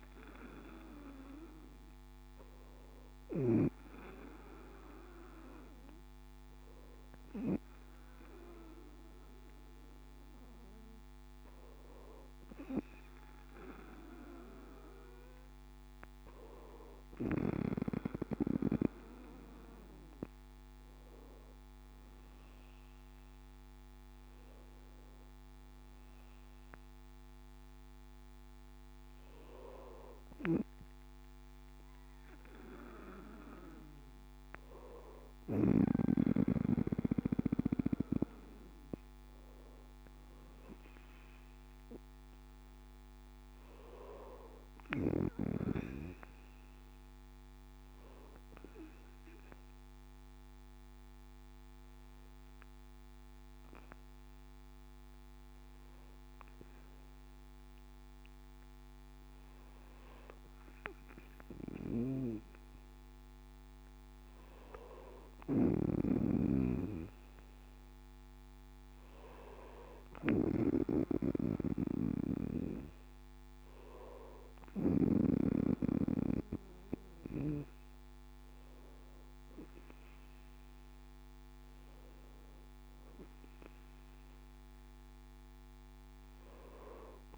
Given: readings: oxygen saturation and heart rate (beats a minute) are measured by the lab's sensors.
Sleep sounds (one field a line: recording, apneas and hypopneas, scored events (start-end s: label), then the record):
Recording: breathing in sleep by a microphone on the trachea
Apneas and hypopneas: 1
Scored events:
47.50-59.50 s: hypopnea (oxygen 97% before, 95% lowest, heart rate 69 before, 67 extreme, up 2 after)
63.00-67.50 s: arousal
65.00-75.00 s: snoring (device-marked)
From the record:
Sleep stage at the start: N2 (light sleep)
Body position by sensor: on the back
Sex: male